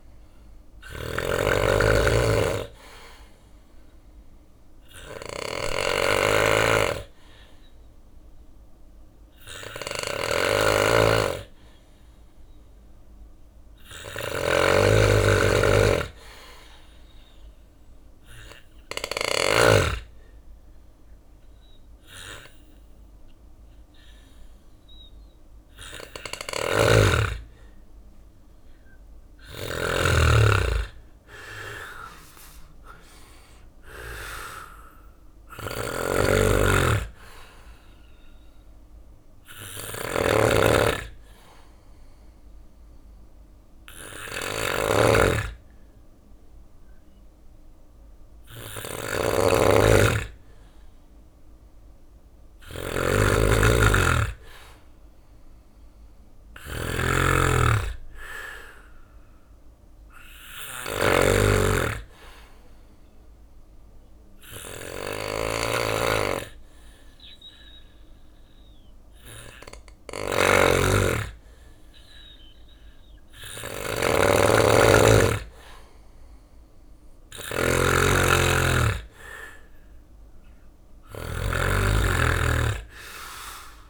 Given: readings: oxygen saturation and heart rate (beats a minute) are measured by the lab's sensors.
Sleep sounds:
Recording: breathing in sleep by a room microphone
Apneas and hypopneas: 3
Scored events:
0.00-19.00 s: snoring (device-marked)
2.50-12.50 s: obstructive apnea (oxygen 97% before, 91% lowest, heart rate 68 before, 66 extreme, up 3 after)
5.00-15.00 s: oxygen desaturation (device-marked, oxygen 96% before, 92% lowest, heart rate 68 before, 66 extreme)
15.00-19.50 s: arousal
25.00-33.00 s: oxygen desaturation (device-marked, oxygen 95% before, 91% lowest, heart rate 68 before, 67 extreme)
25.50-83.90 s: snoring (device-marked)
28.00-43.00 s: drop in pulse transit time (device-marked, heart rate 68 before, 67 extreme)
37.50-48.00 s: hypopnea (oxygen 95% before, 91% lowest, heart rate 70 before, 65 extreme, up 3 after)
50.00-55.00 s: arousal
61.00-71.00 s: obstructive apnea (oxygen 97% before, 92% lowest, heart rate 69 before, 65 extreme, up 4 after)
74.00-77.00 s: arousal
From the record:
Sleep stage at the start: N2 (light sleep)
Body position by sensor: on the back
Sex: male

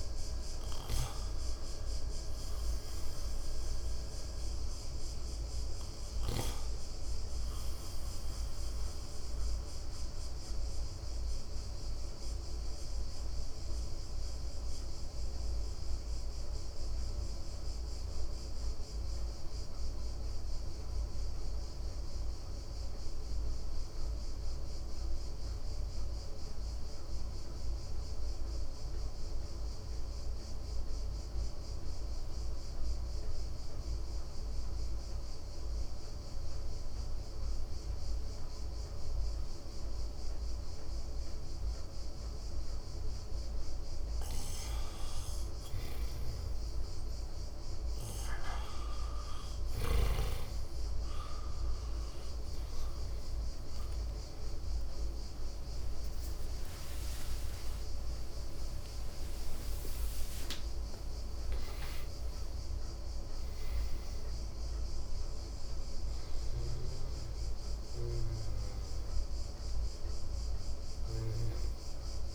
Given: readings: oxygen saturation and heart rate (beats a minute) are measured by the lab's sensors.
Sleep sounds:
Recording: breathing in sleep, hard to hear, by a room microphone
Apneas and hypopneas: 1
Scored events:
0.00-1.50 s: oxygen desaturation (device-marked, oxygen 92% lowest, heart rate 53 extreme)
3.50-6.50 s: arousal
9.50-44.00 s: obstructive apnea (oxygen 97% before, 87% lowest, heart rate 59 before, 53 extreme, up 6 after)
29.50-72.35 s: oxygen desaturation (device-marked, oxygen 98% before, 87% lowest, heart rate 57 before, 49 extreme)
51.50-57.50 s: tachycardia (device-marked, heart rate 59 before, 120 extreme)
54.00-58.50 s: arousal
From the record:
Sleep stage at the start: N2 (light sleep)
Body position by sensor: on the right side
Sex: male

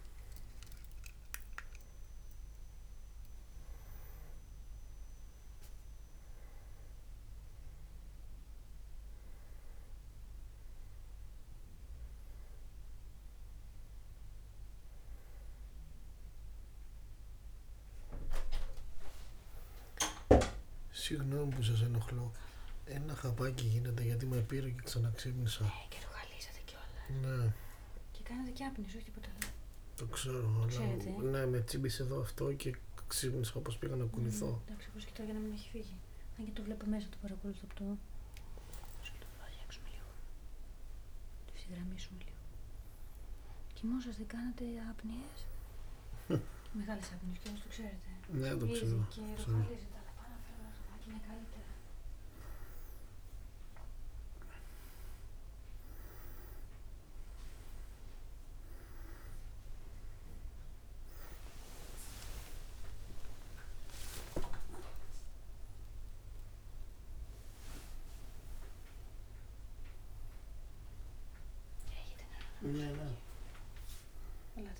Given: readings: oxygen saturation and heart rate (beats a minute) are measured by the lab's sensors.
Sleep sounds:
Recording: a person awake in a sleep study, by a room microphone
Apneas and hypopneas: none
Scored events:
none scored
From the record:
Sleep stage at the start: awake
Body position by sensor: on the back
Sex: male

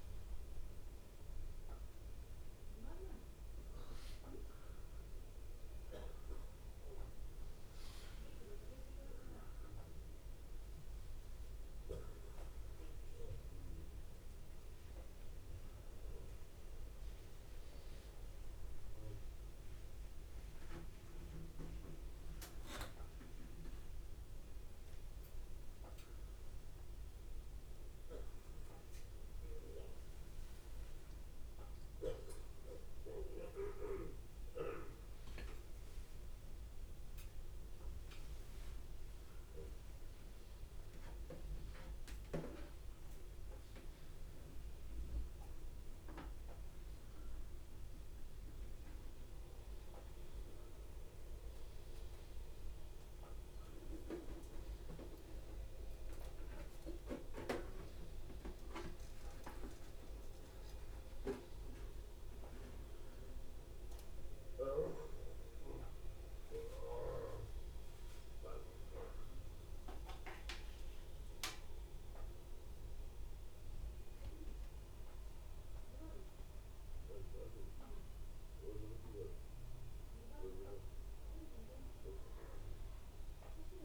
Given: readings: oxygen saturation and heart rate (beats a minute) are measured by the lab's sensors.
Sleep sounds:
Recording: a person awake in a sleep study, by a room microphone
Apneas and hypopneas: none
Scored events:
7.50-9.50 s: long interval between heartbeats (device-marked, heart rate 132 before, 125 extreme)
9.50-11.50 s: long interval between heartbeats (device-marked, heart rate 132 before, 131 extreme)
12.50-14.50 s: long interval between heartbeats (device-marked, heart rate 129 before, 158 extreme)
16.00-18.00 s: long interval between heartbeats (device-marked, heart rate 133 before, 119 extreme)
18.00-30.00 s: bradycardia (device-marked)
18.50-20.50 s: long interval between heartbeats (device-marked, heart rate 133 before, 89 extreme)
18.50-22.50 s: arousal
21.50-23.50 s: long interval between heartbeats (device-marked, heart rate 125 before, 55 extreme)
29.50-31.50 s: long interval between heartbeats (device-marked, heart rate 97 before, 39 extreme)
33.00-35.00 s: long interval between heartbeats (device-marked, heart rate 78 before, 102 extreme)
40.50-42.50 s: long interval between heartbeats (device-marked, heart rate 67 before, 95 extreme)
43.50-45.50 s: long interval between heartbeats (device-marked, heart rate 71 before, 96 extreme)
46.50-48.50 s: long interval between heartbeats (device-marked, heart rate 77 before, 97 extreme)
55.00-57.00 s: long interval between heartbeats (device-marked, heart rate 97 before, 133 extreme)
57.00-59.00 s: long interval between heartbeats (device-marked, heart rate 101 before, 147 extreme)
66.50-68.50 s: long interval between heartbeats (device-marked, heart rate 112 before, 108 extreme)
68.00-72.50 s: arousal
72.00-74.00 s: long interval between heartbeats (device-marked, heart rate 118 before, 118 extreme)
78.00-83.85 s: new sleep stage, N1 (lightest sleep)
From the record:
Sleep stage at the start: awake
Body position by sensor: upright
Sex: male

